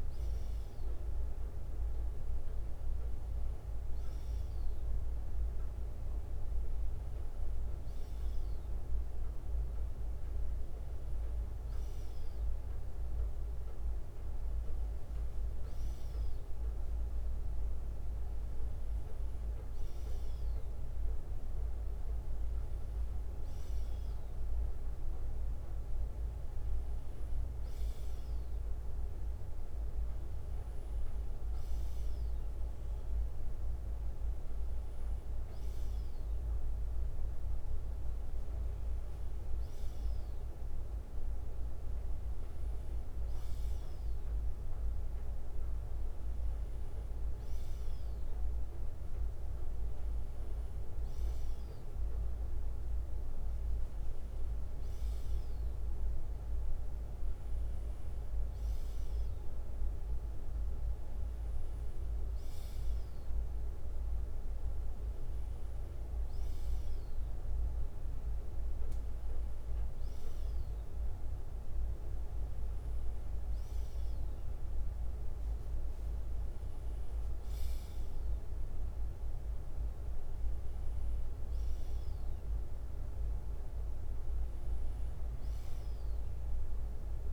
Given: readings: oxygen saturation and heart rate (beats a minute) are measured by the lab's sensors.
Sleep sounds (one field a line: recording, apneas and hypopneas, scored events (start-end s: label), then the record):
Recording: breathing in sleep, hard to hear, by a room microphone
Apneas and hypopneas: none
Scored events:
0.00-6.00 s: bradycardia (device-marked, heart rate 58 extreme)
20.00-22.00 s: bradycardia (device-marked, heart rate 61 before, 58 extreme)
23.00-25.00 s: bradycardia (device-marked, heart rate 61 before, 58 extreme)
34.00-38.00 s: bradycardia (device-marked, heart rate 61 before, 58 extreme)
46.00-52.00 s: bradycardia (device-marked, heart rate 61 before, 57 extreme)
65.00-68.00 s: bradycardia (device-marked, heart rate 61 before, 60 extreme)
82.00-87.33 s: bradycardia (device-marked, heart rate 61 before, 58 extreme)
From the record:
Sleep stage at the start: N2 (light sleep)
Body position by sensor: on the left side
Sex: male